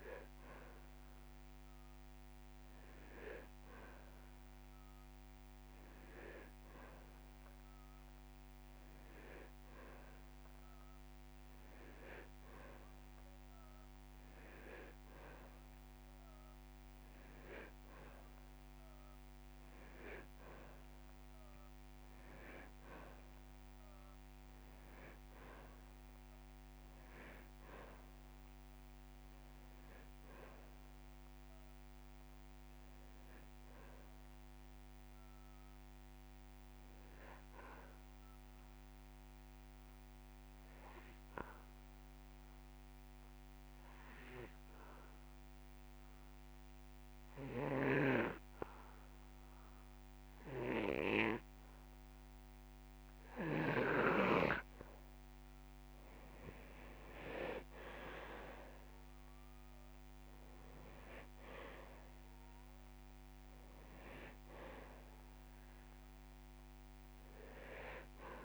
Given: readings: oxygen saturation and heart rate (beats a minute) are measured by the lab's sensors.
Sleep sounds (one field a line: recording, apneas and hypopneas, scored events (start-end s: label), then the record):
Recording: breathing in sleep by a microphone on the trachea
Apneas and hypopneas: 1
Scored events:
0.00-2.00 s: oxygen desaturation (device-marked, oxygen 94% lowest)
16.00-26.00 s: drop in pulse transit time (device-marked)
29.50-33.00 s: arousal
34.50-36.50 s: long interval between heartbeats (device-marked)
39.00-53.50 s: obstructive apnea (oxygen 97% before, 91% lowest)
48.00-50.00 s: long interval between heartbeats (device-marked)
55.50-60.50 s: arousal
58.00-68.45 s: oxygen desaturation (device-marked, oxygen 97% before, 91% lowest)
From the record:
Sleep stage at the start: N2 (light sleep)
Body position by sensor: on the back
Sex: male